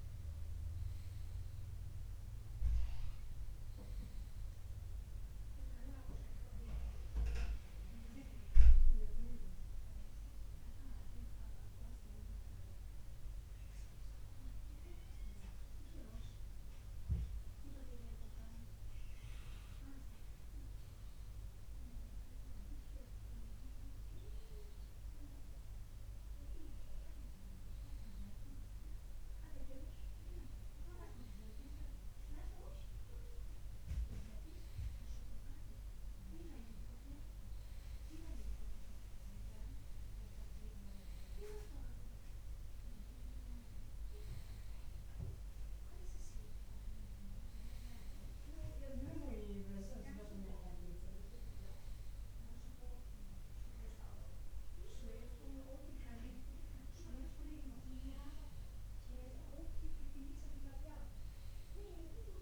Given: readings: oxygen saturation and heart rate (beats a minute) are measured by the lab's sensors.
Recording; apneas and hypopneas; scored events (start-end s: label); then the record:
breathing in sleep by a room microphone; none
27.00-29.00 s: bradycardia (device-marked, heart rate 62 before, 60 extreme)
From the record:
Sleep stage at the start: N2 (light sleep); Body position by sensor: on the left side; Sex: male